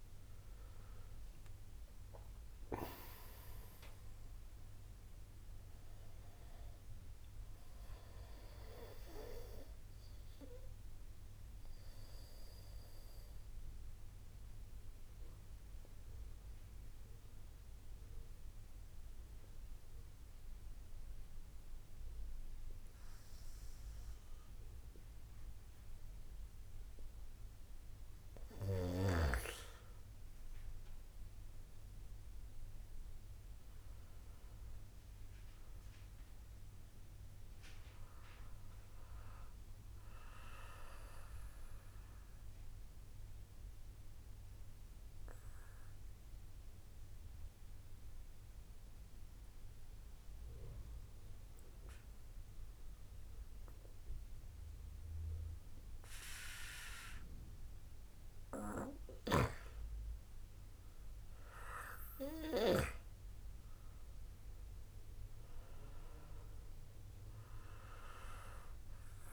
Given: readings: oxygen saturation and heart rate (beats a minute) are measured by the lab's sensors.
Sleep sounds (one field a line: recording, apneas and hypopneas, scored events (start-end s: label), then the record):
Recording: breathing in sleep by a room microphone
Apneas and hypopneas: 2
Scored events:
0.00-4.50 s: arousal
0.00-21.50 s: oxygen desaturation (device-marked, oxygen 85% lowest)
15.00-28.00 s: obstructive apnea (oxygen 94% before, 85% lowest, heart rate 59 before, 31 extreme, up 0 after)
31.00-35.00 s: arousal
37.50-48.50 s: oxygen desaturation (device-marked, oxygen 97% before, 92% lowest, heart rate 61 before, 61 extreme)
41.00-58.00 s: obstructive apnea (oxygen 98% before, 87% lowest, heart rate 56 before, 61 extreme, up 2 after)
60.50-64.50 s: arousal
63.50-69.33 s: oxygen desaturation (device-marked, oxygen 96% before, 90% lowest, heart rate 65 before, 59 extreme)
From the record:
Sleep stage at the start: N2 (light sleep)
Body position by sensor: on the back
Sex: male